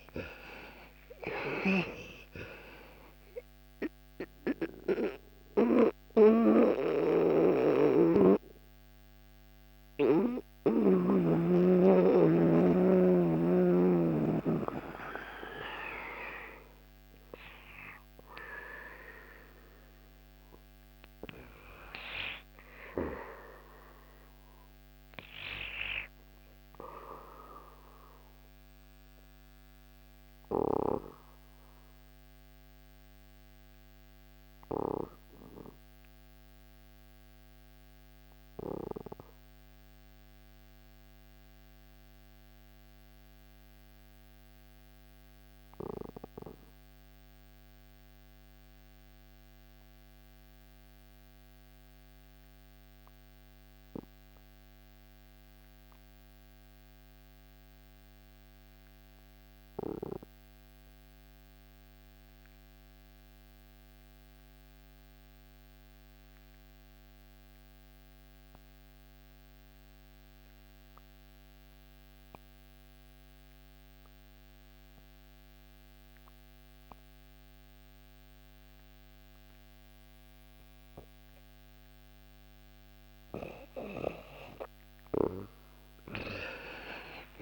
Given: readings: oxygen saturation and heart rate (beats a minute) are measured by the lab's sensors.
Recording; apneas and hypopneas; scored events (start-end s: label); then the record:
breathing in sleep by a microphone on the trachea; 2
0.00-1.00 s: arousal
0.00-23.50 s: oxygen desaturation (device-marked, oxygen 68% lowest, heart rate 63 extreme)
3.50-19.00 s: mixed apnea (oxygen 91% before, 68% lowest, heart rate 67 before, 77 extreme, up 12 after)
7.00-10.50 s: snoring (device-marked)
20.50-25.00 s: arousal
30.50-82.50 s: obstructive apnea (oxygen 100% before, 60% lowest, heart rate 85 before, 68 extreme, up 16 after)
44.50-87.42 s: oxygen desaturation (device-marked, oxygen 97% before, 60% lowest, heart rate 81 before, 68 extreme)
84.00-87.42 s: arousal
From the record:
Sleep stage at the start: REM sleep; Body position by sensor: on the back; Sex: male